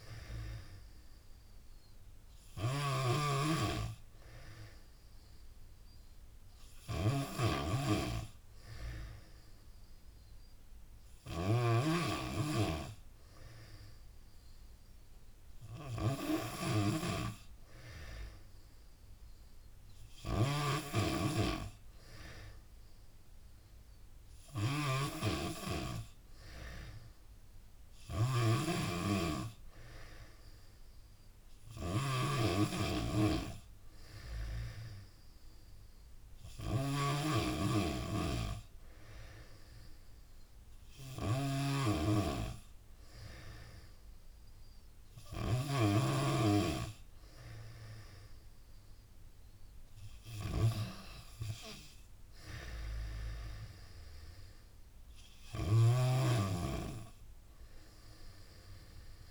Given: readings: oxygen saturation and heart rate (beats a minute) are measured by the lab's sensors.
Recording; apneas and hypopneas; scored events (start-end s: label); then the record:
breathing in sleep by a room microphone; none
0.00-6.50 s: bradycardia (device-marked)
0.00-59.31 s: snoring (device-marked)
From the record:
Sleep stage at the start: N3 (deep sleep); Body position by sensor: on the back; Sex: female